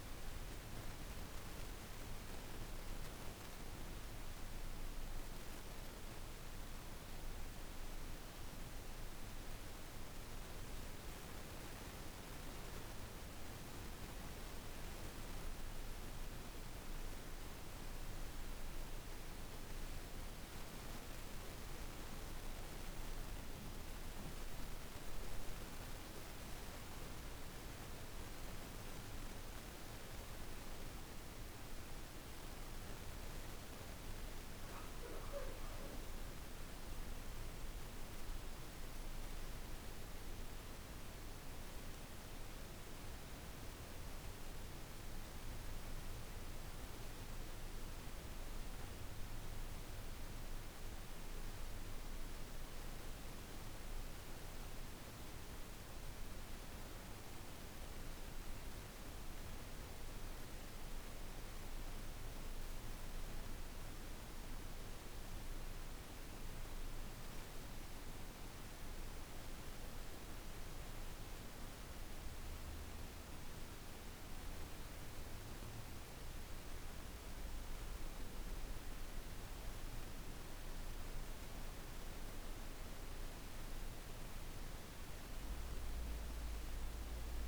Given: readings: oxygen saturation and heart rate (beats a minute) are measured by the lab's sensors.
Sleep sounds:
a person awake in a sleep study, hard to hear, by a room microphone; none
none scored
From the record:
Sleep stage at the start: awake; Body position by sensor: on the back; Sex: female

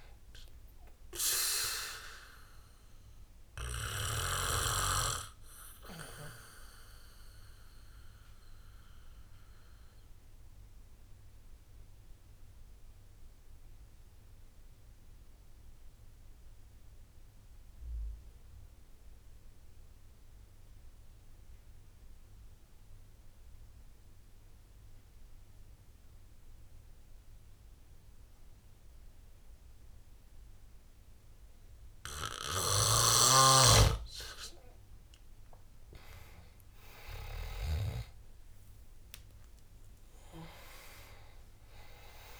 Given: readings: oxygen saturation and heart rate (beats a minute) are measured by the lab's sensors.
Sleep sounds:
breathing in sleep by a room microphone; 1
7.00-34.00 s: obstructive apnea (oxygen 97% before, 89% lowest, heart rate 75 before, 66 extreme, up 15 after)
8.00-24.00 s: oxygen desaturation (device-marked, oxygen 94% before, 89% lowest, heart rate 75 before, 70 extreme)
34.00-42.40 s: oxygen desaturation (device-marked, oxygen 99% before, 93% lowest, heart rate 71 before, 64 extreme)
35.50-38.50 s: arousal
From the record:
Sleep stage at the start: N2 (light sleep); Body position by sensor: on the back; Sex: male

